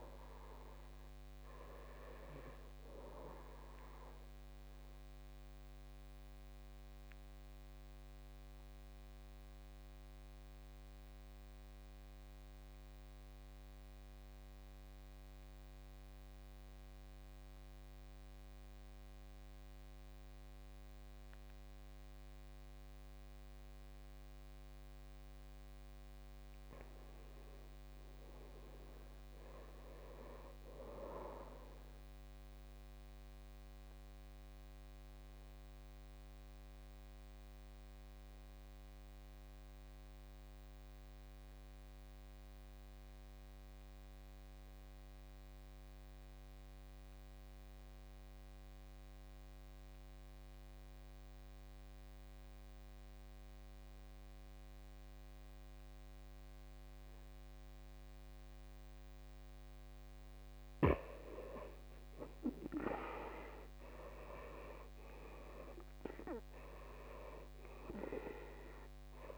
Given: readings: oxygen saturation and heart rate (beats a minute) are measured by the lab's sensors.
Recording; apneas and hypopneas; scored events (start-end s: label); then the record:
breathing in sleep by a microphone on the trachea; 2
4.50-25.50 s: obstructive apnea (oxygen 96% before, 80% lowest, heart rate 61 before, 51 extreme, up 12 after)
24.00-48.00 s: oxygen desaturation (device-marked, oxygen 97% before, 86% lowest, heart rate 54 before, 56 extreme)
27.00-29.50 s: arousal
33.00-59.50 s: obstructive apnea (oxygen 97% before, 79% lowest, heart rate 57 before, 54 extreme, up 12 after)
55.00-69.38 s: oxygen desaturation (device-marked, oxygen 96% before, 80% lowest, heart rate 59 before, 54 extreme)
61.50-66.00 s: arousal
From the record:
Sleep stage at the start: N2 (light sleep); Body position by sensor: on the back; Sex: male